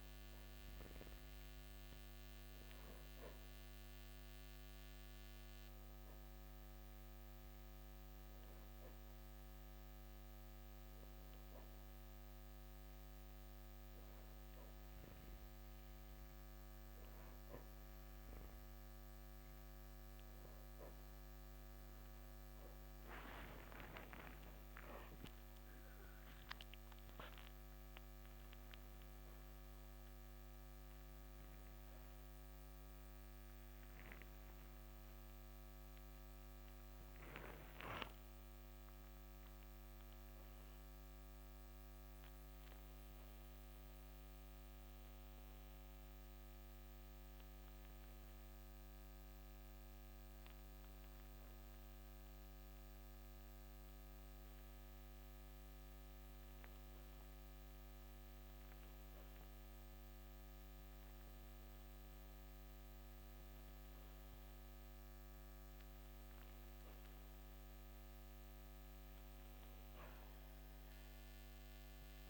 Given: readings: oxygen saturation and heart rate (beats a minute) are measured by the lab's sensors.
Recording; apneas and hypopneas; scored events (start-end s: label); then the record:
breathing in sleep, hard to hear, by a microphone on the trachea; 1
3.50-17.00 s: obstructive apnea (oxygen 94% before, 92% lowest, heart rate 56 before, 55 extreme)
22.50-27.00 s: arousal
From the record:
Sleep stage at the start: N2 (light sleep); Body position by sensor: on the back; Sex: male